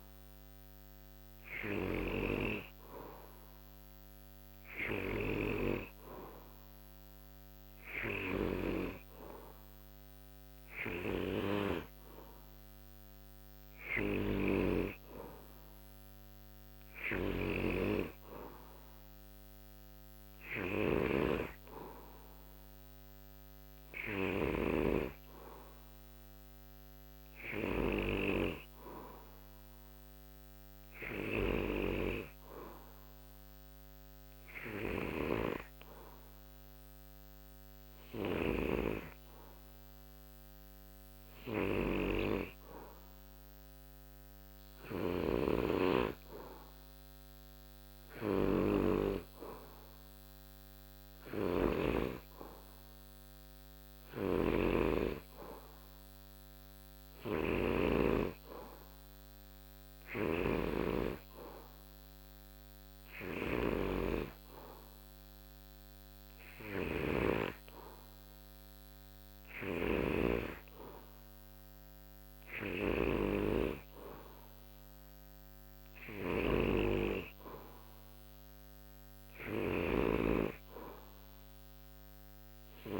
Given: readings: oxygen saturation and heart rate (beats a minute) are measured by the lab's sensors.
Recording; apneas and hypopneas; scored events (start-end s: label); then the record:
breathing in sleep by a microphone on the trachea; none
0.00-83.00 s: snoring (device-marked)
From the record:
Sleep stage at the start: N2 (light sleep); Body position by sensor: on the back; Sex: male